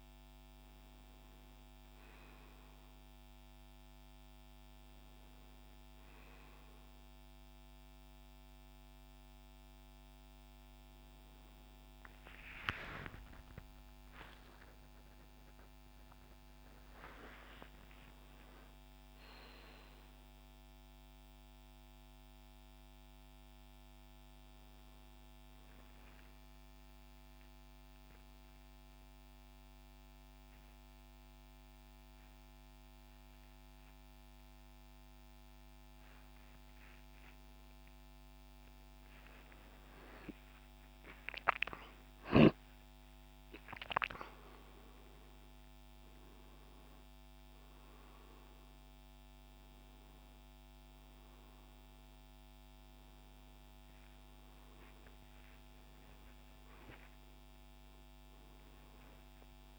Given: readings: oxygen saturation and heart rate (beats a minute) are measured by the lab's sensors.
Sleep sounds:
a person awake in a sleep study, by a microphone on the trachea; none
24.00-32.00 s: oxygen desaturation (device-marked, oxygen 98% before, 94% lowest, heart rate 78 before, 78 extreme)
42.00-55.00 s: oxygen desaturation (device-marked, oxygen 96% before, 90% lowest, heart rate 101 before, 78 extreme)
From the record:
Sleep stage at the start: awake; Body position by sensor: on the back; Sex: male

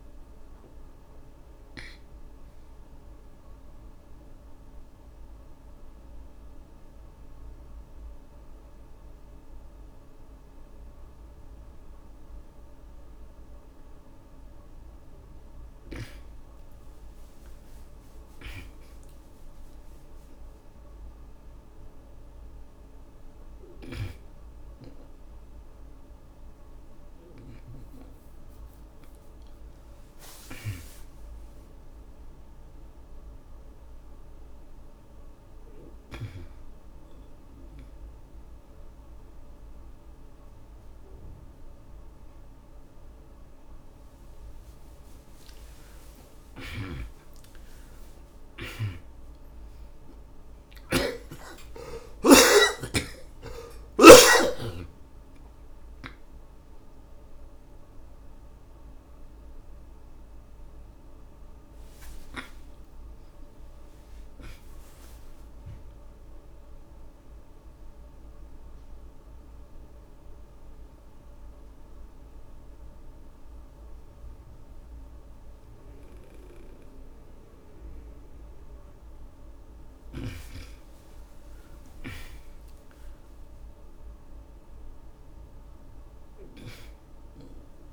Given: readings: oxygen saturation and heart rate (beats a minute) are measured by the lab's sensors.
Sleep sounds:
breathing in sleep by a room microphone; 3
1.00-7.00 s: oxygen desaturation (device-marked, oxygen 97% before, 90% lowest, heart rate 64 before, 50 extreme)
5.00-16.00 s: obstructive apnea (oxygen 97% before, 73% lowest, heart rate 69 before, 50 extreme, up 6 after)
9.00-14.00 s: oxygen desaturation (device-marked, oxygen 96% before, 73% lowest, heart rate 71 before, 53 extreme)
16.50-19.50 s: arousal
25.00-40.00 s: oxygen desaturation (device-marked, oxygen 97% before, 87% lowest, heart rate 57 before, 57 extreme)
32.50-44.50 s: obstructive apnea (oxygen 97% before, 86% lowest, heart rate 59 before, 58 extreme, up 26 after)
42.00-51.00 s: oxygen desaturation (device-marked, oxygen 91% before, 86% lowest, heart rate 64 before, 52 extreme)
45.50-52.50 s: arousal
51.00-54.50 s: snoring (device-marked)
66.00-79.50 s: obstructive apnea (oxygen 91% before, 78% lowest, heart rate 72 before, 52 extreme, up 18 after)
81.00-85.00 s: arousal
83.00-87.93 s: oxygen desaturation (device-marked, oxygen 98% before, 87% lowest, heart rate 67 before, 27 extreme)
From the record:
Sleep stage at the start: N2 (light sleep); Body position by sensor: on the back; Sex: male

